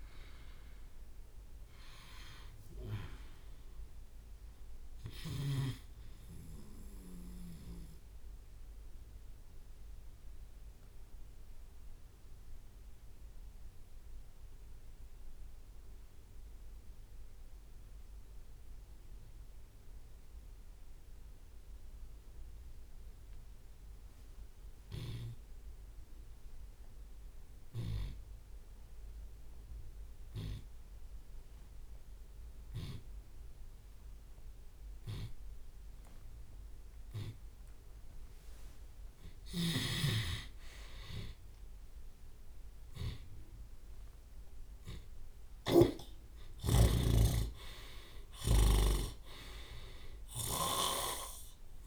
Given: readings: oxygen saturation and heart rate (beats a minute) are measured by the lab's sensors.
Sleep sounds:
breathing in sleep by a room microphone; 1
2.00-15.00 s: drop in pulse transit time (device-marked)
7.50-38.00 s: obstructive apnea (oxygen 97% before, 80% lowest, heart rate 72 before, 56 extreme, up 24 after)
14.00-24.00 s: oxygen desaturation (device-marked, oxygen 96% before, 80% lowest, heart rate 49 before, 56 extreme)
37.50-39.50 s: long interval between heartbeats (device-marked, heart rate 57 before, 66 extreme)
39.50-49.00 s: snoring (device-marked)
40.00-44.00 s: arousal
44.00-51.87 s: drop in pulse transit time (device-marked, heart rate 63 before, 63 extreme)
From the record:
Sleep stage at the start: N2 (light sleep); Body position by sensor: on the left side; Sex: male

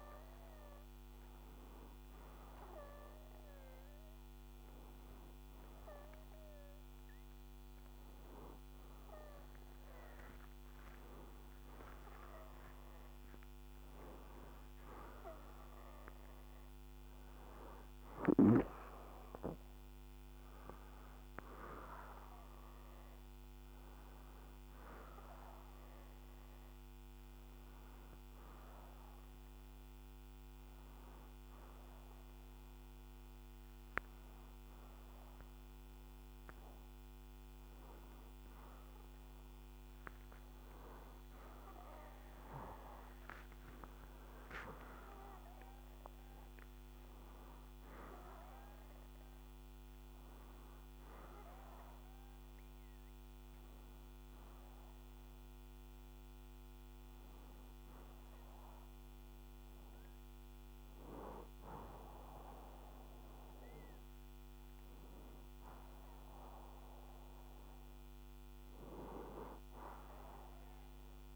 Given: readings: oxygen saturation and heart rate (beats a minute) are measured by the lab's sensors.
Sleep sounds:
a person partly awake in a sleep study, by a microphone on the trachea; 1
23.00-53.00 s: new sleep stage, N1 (lightest sleep)
28.50-39.50 s: hypopnea (oxygen 95% before, 90% lowest, heart rate 81 before, 64 extreme, up 31 after)
41.50-46.00 s: arousal
50.00-64.00 s: oxygen desaturation (device-marked, oxygen 94% before, 90% lowest, heart rate 83 before, 60 extreme)
53.00-71.36 s: new sleep stage, N2 (light sleep)
From the record:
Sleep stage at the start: awake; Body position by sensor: on the right side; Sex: male

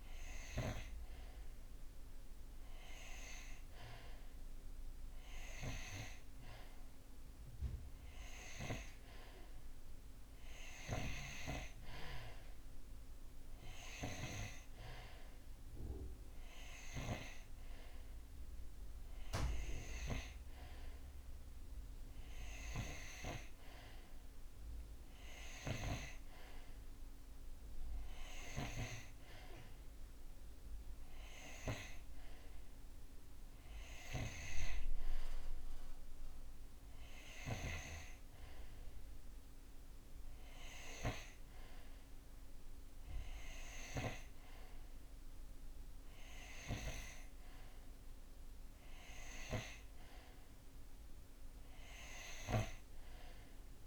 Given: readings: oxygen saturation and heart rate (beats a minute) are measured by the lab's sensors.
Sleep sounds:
breathing in sleep by a room microphone; none
none scored
From the record:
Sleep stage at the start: N2 (light sleep); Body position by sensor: on the right side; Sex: male

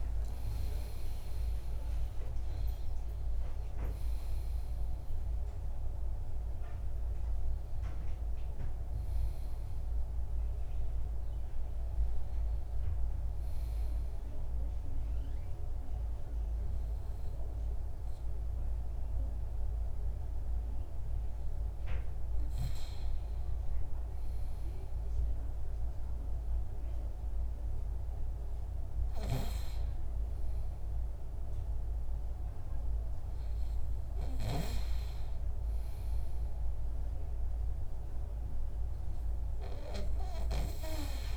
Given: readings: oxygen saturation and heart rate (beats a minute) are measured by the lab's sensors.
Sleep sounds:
breathing in sleep by a room microphone; none
0.00-1.00 s: arousal
0.50-24.50 s: oxygen desaturation (device-marked, oxygen 97% before, 92% lowest, heart rate 60 before, 61 extreme)
From the record:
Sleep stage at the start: N2 (light sleep); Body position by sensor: on the back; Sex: male

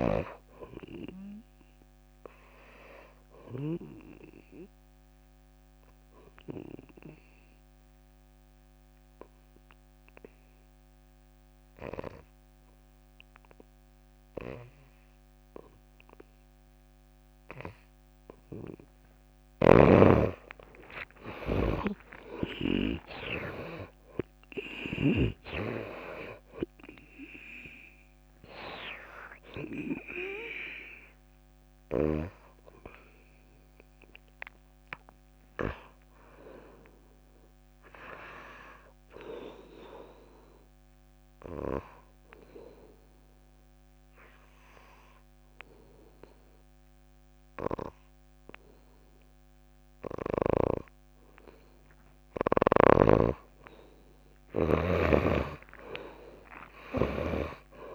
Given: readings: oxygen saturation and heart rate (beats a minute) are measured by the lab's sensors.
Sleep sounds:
breathing in sleep by a microphone on the trachea; 2
3.00-14.00 s: oxygen desaturation (device-marked, oxygen 94% before, 85% lowest)
3.50-18.50 s: obstructive apnea (oxygen 96% before, 83% lowest)
19.50-25.50 s: snoring (device-marked)
20.00-23.00 s: arousal
24.00-38.00 s: oxygen desaturation (device-marked, oxygen 96% before, 83% lowest)
42.00-53.00 s: obstructive apnea (oxygen 97% before, 88% lowest)
55.00-57.95 s: arousal
55.50-57.95 s: snoring (device-marked)
From the record:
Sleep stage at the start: N2 (light sleep); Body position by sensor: on the back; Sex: female

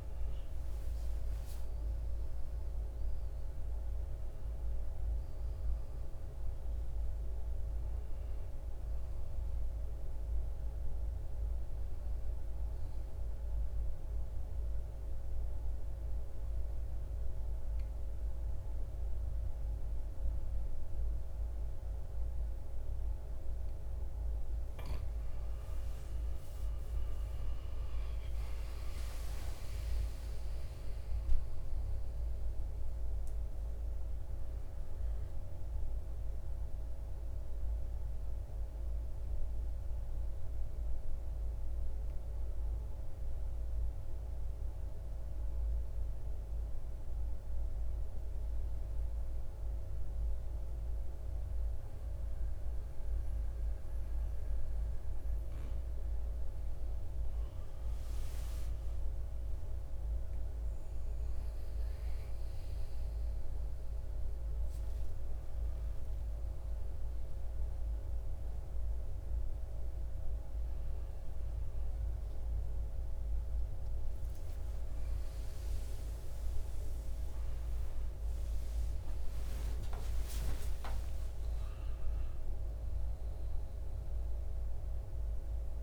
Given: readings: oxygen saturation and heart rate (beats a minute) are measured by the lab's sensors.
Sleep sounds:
breathing in sleep, hard to hear, by a room microphone; 2
2.00-19.00 s: oxygen desaturation (device-marked, oxygen 96% before, 91% lowest, heart rate 59 before, 50 extreme)
12.50-24.00 s: central apnea (oxygen 96% before, 91% lowest, heart rate 65 before, 49 extreme, up 12 after)
27.00-31.50 s: arousal
37.00-56.00 s: central apnea (oxygen 97% before, 89% lowest, heart rate 57 before, 49 extreme, up 10 after)
58.50-64.00 s: arousal
80.50-85.00 s: arousal
From the record:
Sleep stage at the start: N2 (light sleep); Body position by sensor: on the back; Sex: male

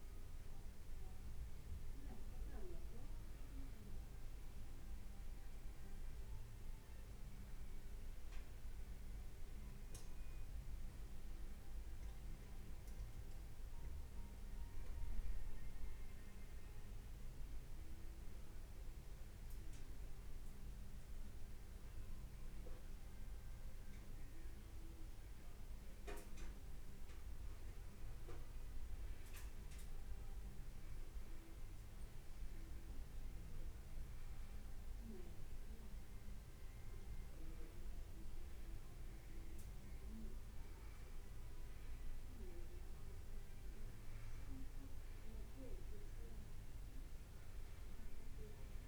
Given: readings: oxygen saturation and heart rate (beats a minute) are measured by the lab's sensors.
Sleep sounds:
breathing in sleep by a room microphone; none
none scored
From the record:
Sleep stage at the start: N2 (light sleep); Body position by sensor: on the back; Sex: male

